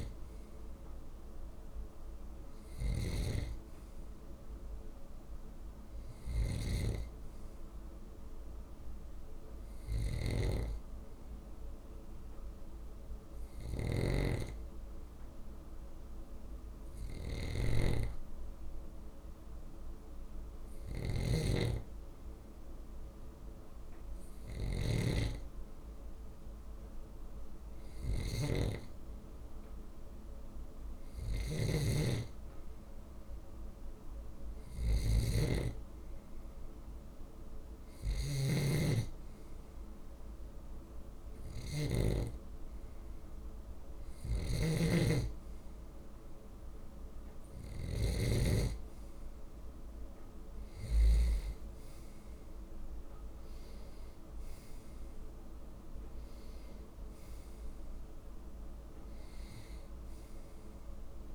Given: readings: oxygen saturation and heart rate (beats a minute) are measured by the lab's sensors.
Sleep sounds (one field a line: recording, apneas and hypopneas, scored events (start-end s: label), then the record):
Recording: breathing in sleep by a room microphone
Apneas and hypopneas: 1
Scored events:
0.00-41.50 s: snoring (device-marked)
11.50-30.00 s: hypopnea (oxygen 95% before, 94% lowest)
32.50-35.50 s: arousal
43.50-51.00 s: snoring (device-marked)
From the record:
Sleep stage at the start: N2 (light sleep)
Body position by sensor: on the left side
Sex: male